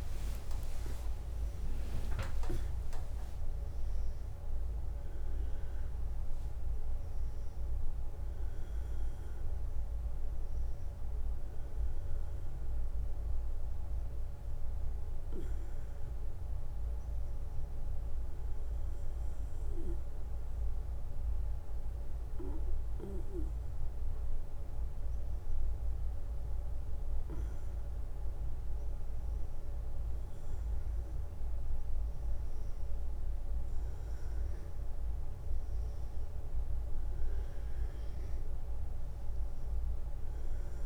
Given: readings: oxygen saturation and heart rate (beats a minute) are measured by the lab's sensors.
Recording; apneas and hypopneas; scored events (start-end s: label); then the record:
breathing in sleep, hard to hear, by a room microphone; 1
16.50-29.00 s: hypopnea (oxygen 98% before, 93% lowest, heart rate 71 before, 60 extreme, up 3 after)
33.00-40.86 s: oxygen desaturation (device-marked, oxygen 97% before, 93% lowest, heart rate 63 before, 62 extreme)
From the record:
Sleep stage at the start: N1 (lightest sleep); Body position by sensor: on the back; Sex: male